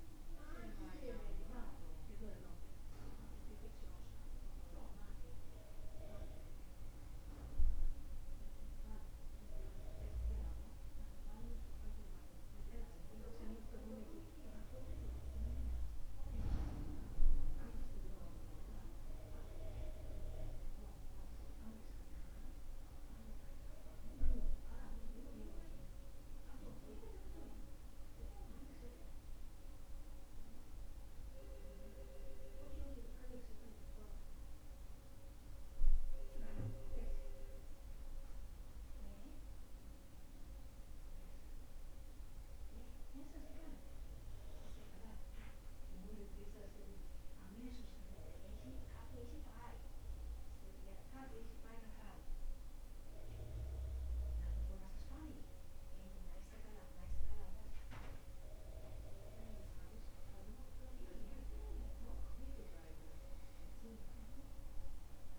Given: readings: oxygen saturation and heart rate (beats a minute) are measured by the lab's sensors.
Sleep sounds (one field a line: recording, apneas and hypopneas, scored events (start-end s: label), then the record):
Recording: breathing in sleep by a room microphone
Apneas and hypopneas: none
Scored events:
none scored
From the record:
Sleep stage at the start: N2 (light sleep)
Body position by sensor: on the back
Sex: male